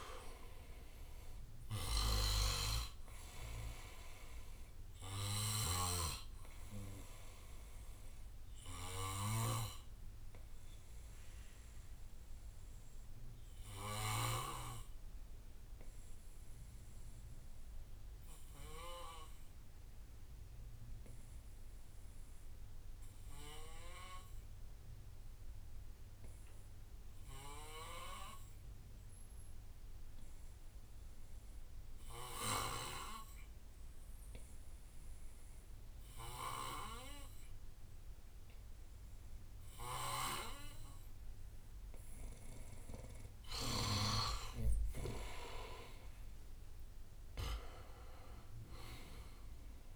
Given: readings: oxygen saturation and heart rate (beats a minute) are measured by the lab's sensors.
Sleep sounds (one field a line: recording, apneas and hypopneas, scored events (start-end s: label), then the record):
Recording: breathing in sleep by a room microphone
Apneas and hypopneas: 1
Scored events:
0.00-16.50 s: oxygen desaturation (device-marked, oxygen 88% lowest, heart rate 54 extreme)
5.50-25.50 s: bradycardia (device-marked, heart rate 64 before, 54 extreme)
8.00-43.00 s: obstructive apnea (oxygen 98% before, 88% lowest, heart rate 67 before, 54 extreme, up 20 after)
26.50-29.50 s: bradycardia (device-marked, heart rate 64 before, 59 extreme)
30.50-33.50 s: bradycardia (device-marked, heart rate 64 before, 58 extreme)
33.50-49.96 s: oxygen desaturation (device-marked, oxygen 98% before, 88% lowest, heart rate 58 before, 55 extreme)
35.50-42.50 s: bradycardia (device-marked, heart rate 64 before, 58 extreme)
45.50-49.96 s: arousal
45.50-49.96 s: drop in pulse transit time (device-marked, heart rate 59 before, 59 extreme)
From the record:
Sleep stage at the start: N2 (light sleep)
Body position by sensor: on the back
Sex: male